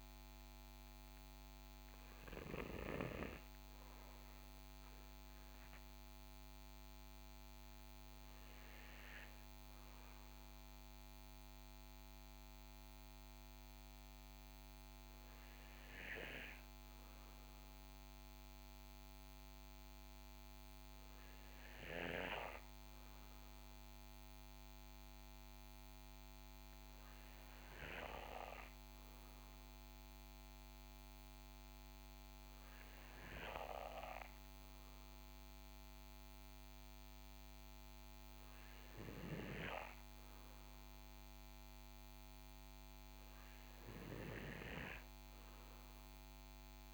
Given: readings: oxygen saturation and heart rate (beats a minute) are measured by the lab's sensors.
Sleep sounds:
breathing in sleep by a microphone on the trachea; none
none scored
From the record:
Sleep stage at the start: N2 (light sleep); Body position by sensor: on the right side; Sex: male

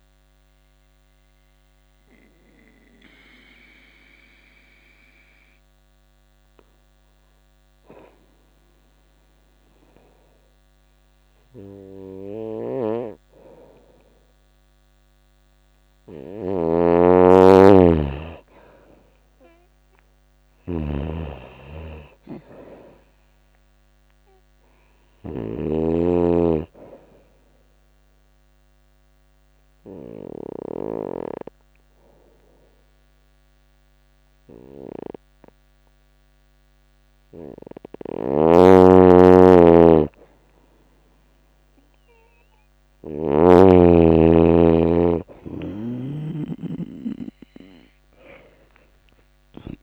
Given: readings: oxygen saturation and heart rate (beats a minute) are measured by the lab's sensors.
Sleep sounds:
breathing in sleep by a microphone on the trachea; 2
0.00-15.50 s: oxygen desaturation (device-marked, oxygen 89% lowest, heart rate 84 extreme)
0.50-14.50 s: obstructive apnea (oxygen 97% before, 89% lowest, heart rate 86 before, 84 extreme, up 3 after)
12.00-25.00 s: snoring (device-marked)
17.50-21.00 s: arousal
27.00-37.00 s: obstructive apnea (oxygen 98% before, 89% lowest, heart rate 86 before, 83 extreme, up 0 after)
37.50-42.50 s: arousal
37.50-43.00 s: snoring (device-marked)
46.50-49.83 s: oxygen desaturation (device-marked, oxygen 97% before, 89% lowest, heart rate 85 before, 83 extreme)
From the record:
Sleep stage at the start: N2 (light sleep); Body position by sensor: on the right side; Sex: female

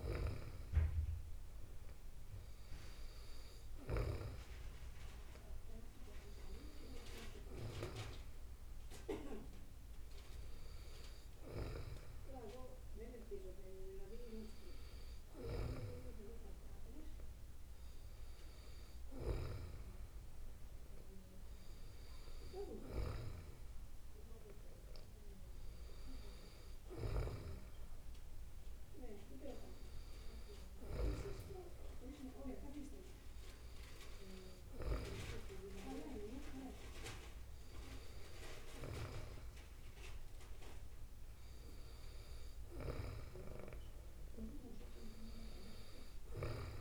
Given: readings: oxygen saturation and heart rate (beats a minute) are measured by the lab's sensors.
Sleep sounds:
breathing in sleep by a room microphone; none
none scored
From the record:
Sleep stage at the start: N2 (light sleep); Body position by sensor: on the back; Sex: female

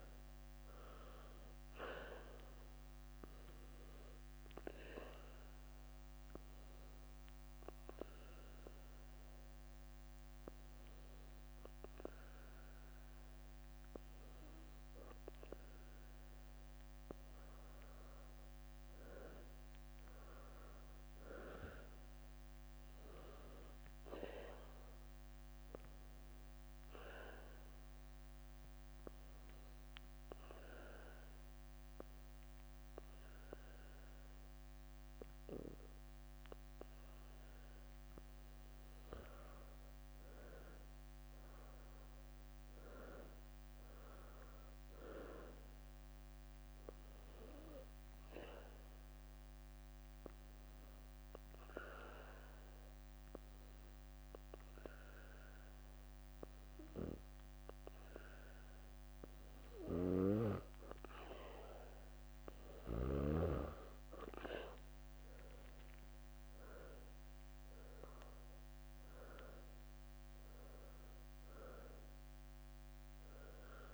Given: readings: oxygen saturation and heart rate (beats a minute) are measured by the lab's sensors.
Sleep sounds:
breathing in sleep by a microphone on the trachea; 3
2.50-14.50 s: obstructive apnea (oxygen 96% before, 90% lowest, heart rate 69 before, 62 extreme, up 6 after)
4.50-14.50 s: oxygen desaturation (device-marked, oxygen 94% before, 90% lowest, heart rate 70 before, 62 extreme)
17.00-20.50 s: arousal
20.50-39.50 s: oxygen desaturation (device-marked, oxygen 96% before, 91% lowest, heart rate 67 before, 62 extreme)
28.00-38.00 s: obstructive apnea (oxygen 96% before, 91% lowest, heart rate 67 before, 62 extreme, up 10 after)
38.50-44.00 s: leg movement (device-marked)
40.50-44.50 s: arousal
47.00-55.00 s: leg movement (device-marked)
48.00-58.00 s: obstructive apnea (oxygen 96% before, 90% lowest, heart rate 66 before, 62 extreme, up 7 after)
49.50-61.50 s: oxygen desaturation (device-marked, oxygen 96% before, 91% lowest, heart rate 67 before, 62 extreme)
64.00-68.50 s: arousal
67.00-70.50 s: leg movement (device-marked)
71.50-73.94 s: oxygen desaturation (device-marked, oxygen 96% before, 91% lowest, heart rate 67 before, 60 extreme)
From the record:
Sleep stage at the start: N2 (light sleep); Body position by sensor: on the back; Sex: female

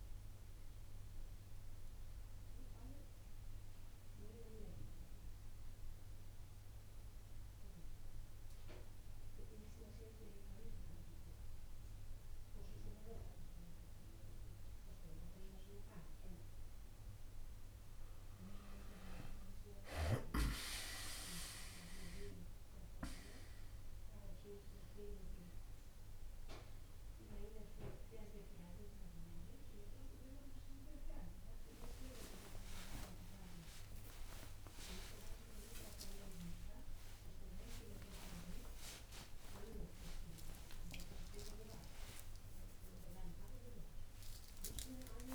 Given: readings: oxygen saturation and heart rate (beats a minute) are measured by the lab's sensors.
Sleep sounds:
a person partly awake in a sleep study, by a room microphone; none
6.50-17.50 s: oxygen desaturation (device-marked, oxygen 94% before, 90% lowest)
33.50-45.35 s: new sleep stage, awake
From the record:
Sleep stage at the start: N1 (lightest sleep); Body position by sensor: on the right side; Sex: male

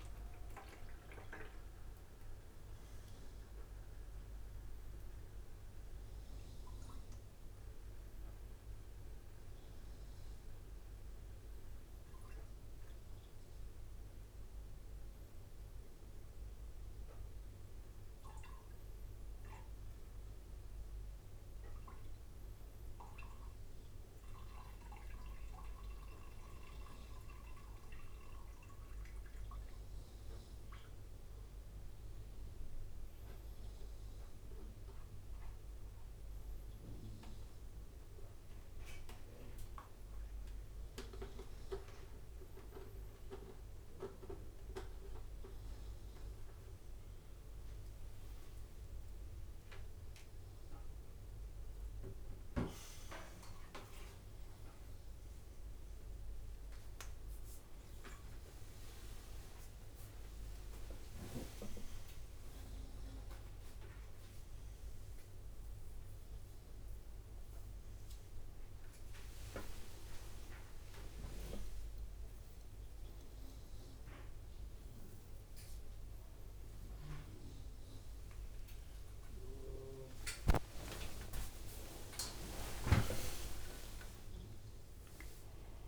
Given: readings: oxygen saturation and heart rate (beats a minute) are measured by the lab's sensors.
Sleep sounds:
a person awake in a sleep study, by a room microphone; none
0.00-5.50 s: leg movement (device-marked)
0.00-15.00 s: drop in pulse transit time (device-marked, heart rate 70 before, 69 extreme)
17.50-25.50 s: leg movement (device-marked)
26.50-34.00 s: leg movement (device-marked)
37.00-41.00 s: leg movement (device-marked)
47.00-52.00 s: tachycardia (device-marked, heart rate 72 before, 110 extreme)
49.00-51.00 s: long interval between heartbeats (device-marked, heart rate 74 before, 93 extreme)
51.00-53.00 s: long interval between heartbeats (device-marked, heart rate 76 before, 108 extreme)
53.00-55.00 s: long interval between heartbeats (device-marked, heart rate 80 before, 116 extreme)
57.00-64.00 s: tachycardia (device-marked, heart rate 73 before, 114 extreme)
58.50-60.50 s: long interval between heartbeats (device-marked, heart rate 87 before, 94 extreme)
65.00-67.00 s: long interval between heartbeats (device-marked, heart rate 98 before, 106 extreme)
66.00-76.00 s: leg movement (device-marked)
73.00-75.00 s: long interval between heartbeats (device-marked, heart rate 100 before, 97 extreme)
77.00-85.00 s: leg movement (device-marked)
From the record:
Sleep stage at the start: awake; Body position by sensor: upright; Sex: male

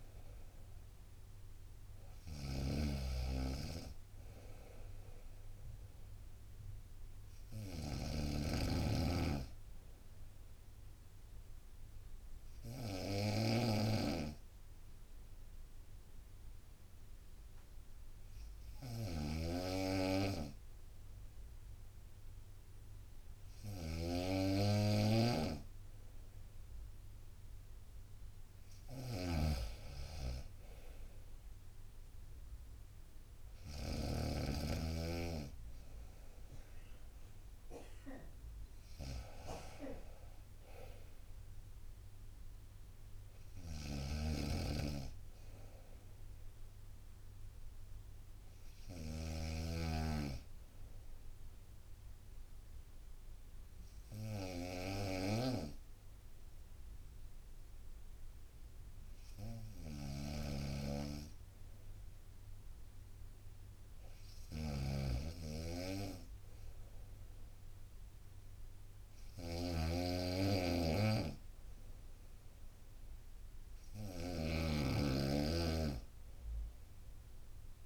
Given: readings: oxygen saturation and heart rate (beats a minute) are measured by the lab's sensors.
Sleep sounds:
breathing in sleep by a room microphone; 2
0.00-34.00 s: snoring (device-marked)
9.00-11.00 s: bradycardia (device-marked, heart rate 61 before, 61 extreme)
10.50-25.00 s: obstructive apnea (oxygen 95% before, 94% lowest, heart rate 62 before, 56 extreme, up 4 after)
27.50-30.00 s: arousal
35.00-42.00 s: bradycardia (device-marked, heart rate 61 before, 56 extreme)
43.50-77.86 s: snoring (device-marked)
48.00-55.00 s: bradycardia (device-marked, heart rate 61 before, 58 extreme)
48.50-60.50 s: obstructive apnea (oxygen 97% before, 94% lowest, heart rate 61 before, 59 extreme, up 7 after)
65.00-69.00 s: arousal
From the record:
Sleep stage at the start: N2 (light sleep); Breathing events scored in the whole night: 332 in 4.6 hours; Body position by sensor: on the right side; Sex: female

